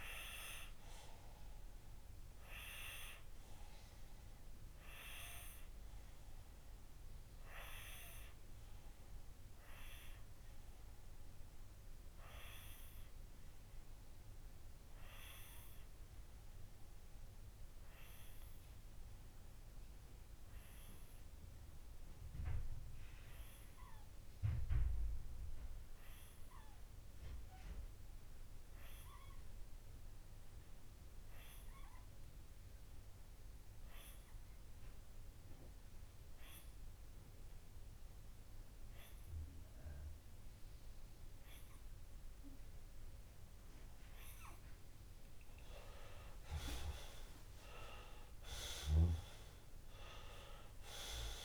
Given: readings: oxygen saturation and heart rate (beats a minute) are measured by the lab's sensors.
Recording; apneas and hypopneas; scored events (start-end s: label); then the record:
breathing in sleep by a room microphone; 1
2.00-45.00 s: obstructive apnea (oxygen 97% before, 93% lowest)
46.00-51.45 s: oxygen desaturation (device-marked, oxygen 98% before, 94% lowest)
46.50-50.00 s: arousal
From the record:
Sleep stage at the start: N2 (light sleep); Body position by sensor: on the left side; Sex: male